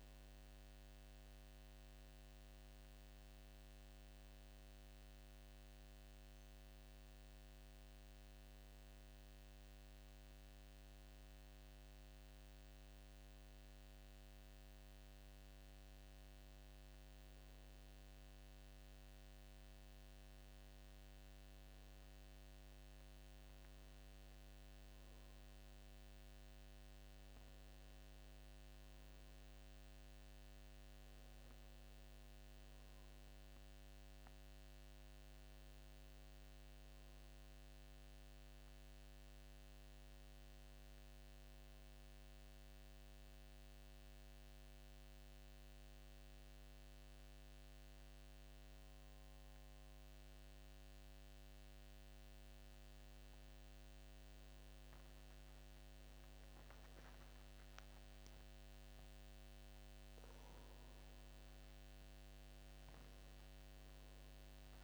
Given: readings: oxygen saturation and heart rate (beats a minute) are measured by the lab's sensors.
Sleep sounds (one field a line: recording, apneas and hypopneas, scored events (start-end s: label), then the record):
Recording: breathing in sleep, hard to hear, by a microphone on the trachea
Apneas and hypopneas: none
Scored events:
0.00-13.50 s: bradycardia (device-marked, heart rate 34 extreme)
4.50-64.84 s: new sleep stage, N2 (light sleep)
From the record:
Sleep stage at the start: N1 (lightest sleep)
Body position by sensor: on the back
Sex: male